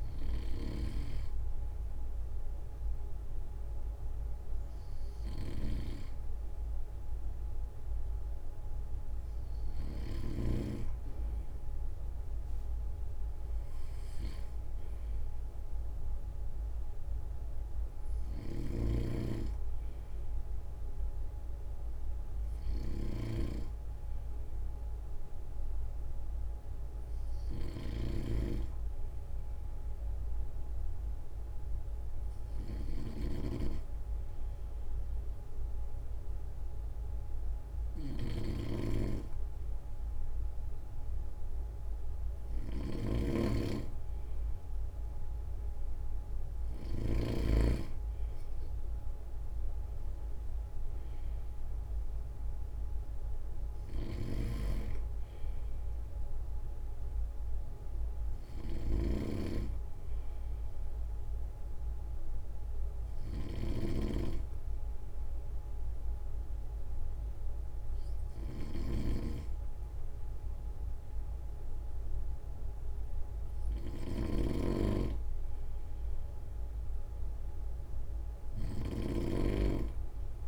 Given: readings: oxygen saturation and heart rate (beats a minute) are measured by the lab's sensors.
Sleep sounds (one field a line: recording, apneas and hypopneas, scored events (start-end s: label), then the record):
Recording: breathing in sleep by a room microphone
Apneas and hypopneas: 1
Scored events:
0.00-10.00 s: snoring (device-marked)
18.00-47.00 s: snoring (device-marked)
53.50-80.48 s: snoring (device-marked)
64.50-75.50 s: obstructive apnea (oxygen 94% before, 93% lowest, heart rate 48 before, 44 extreme, up 2 after)
79.00-80.48 s: arousal
From the record:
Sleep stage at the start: N2 (light sleep)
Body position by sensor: on the right side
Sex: male